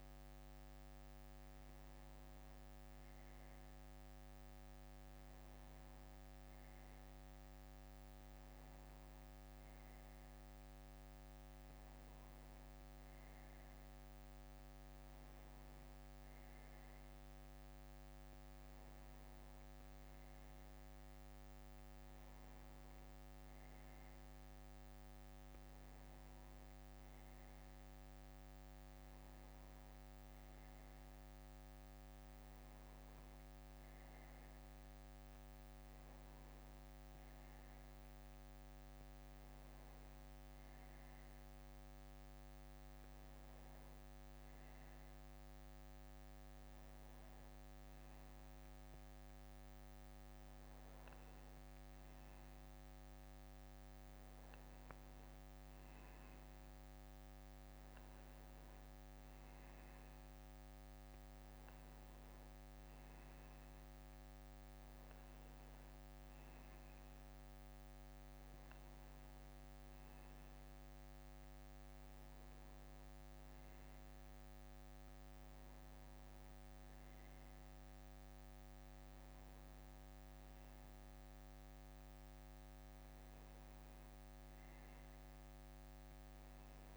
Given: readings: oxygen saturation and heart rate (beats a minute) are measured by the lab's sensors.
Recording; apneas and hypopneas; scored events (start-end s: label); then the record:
breathing in sleep, hard to hear, by a microphone on the trachea; none
5.00-86.97 s: new sleep stage, N1 (lightest sleep)
45.00-47.00 s: bradycardia (device-marked, heart rate 64 before, 62 extreme)
48.00-52.00 s: bradycardia (device-marked, heart rate 64 before, 58 extreme)
54.00-61.00 s: bradycardia (device-marked, heart rate 64 before, 59 extreme)
From the record:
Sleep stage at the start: N2 (light sleep); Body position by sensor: on the back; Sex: male